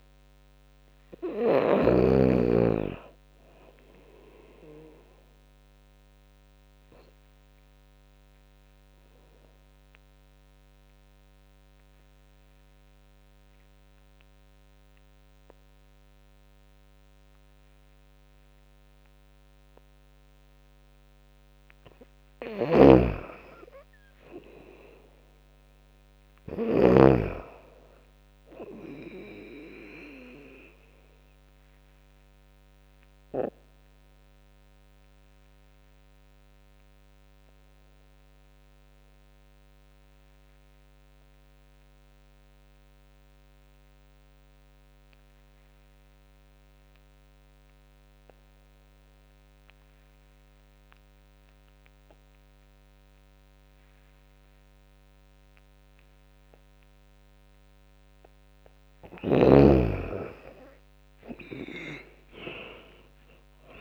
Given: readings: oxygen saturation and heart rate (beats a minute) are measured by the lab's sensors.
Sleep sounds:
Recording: breathing in sleep by a microphone on the trachea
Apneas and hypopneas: 2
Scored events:
0.00-1.50 s: snoring (device-marked)
0.00-4.00 s: drop in pulse transit time (device-marked, heart rate 72 extreme)
0.00-19.00 s: oxygen desaturation (device-marked, oxygen 86% lowest, heart rate 64 extreme)
3.50-20.50 s: obstructive apnea (oxygen 98% before, 86% lowest, heart rate 81 before, 64 extreme, up 15 after)
22.00-26.50 s: snoring (device-marked)
23.00-26.00 s: arousal
24.00-35.00 s: drop in pulse transit time (device-marked, heart rate 73 before, 77 extreme)
30.00-45.00 s: oxygen desaturation (device-marked, oxygen 100% before, 93% lowest, heart rate 76 before, 64 extreme)
31.50-56.00 s: obstructive apnea (oxygen 100% before, 87% lowest, heart rate 77 before, 64 extreme, up 16 after)
53.00-63.81 s: oxygen desaturation (device-marked, oxygen 99% before, 87% lowest, heart rate 72 before, 61 extreme)
59.00-63.81 s: drop in pulse transit time (device-marked, heart rate 74 before, 69 extreme)
60.00-62.50 s: arousal
From the record:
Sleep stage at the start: N2 (light sleep)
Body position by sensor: on the back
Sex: female

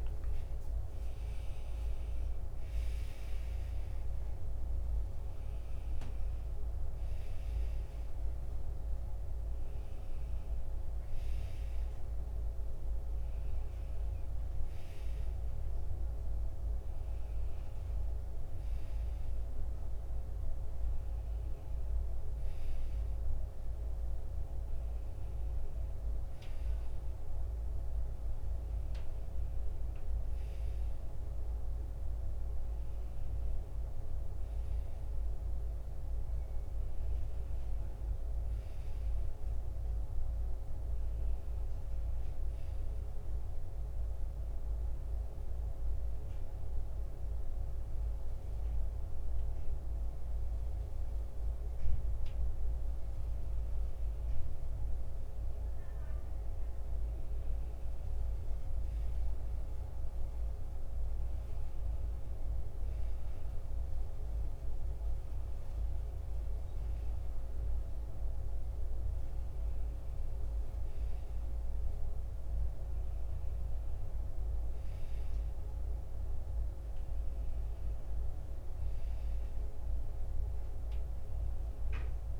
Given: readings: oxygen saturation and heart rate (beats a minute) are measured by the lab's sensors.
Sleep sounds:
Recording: breathing in sleep, hard to hear, by a room microphone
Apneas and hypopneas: 1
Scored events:
0.00-1.00 s: arousal
0.00-23.50 s: oxygen desaturation (device-marked, oxygen 89% lowest, heart rate 80 extreme)
28.50-82.40 s: new sleep stage, N2 (light sleep)
37.00-41.50 s: arousal
44.00-55.00 s: hypopnea (oxygen 95% before, 91% lowest, heart rate 81 before, 74 extreme, up 8 after)
56.50-60.50 s: arousal
From the record:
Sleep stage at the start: N1 (lightest sleep)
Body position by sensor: on the back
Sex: male

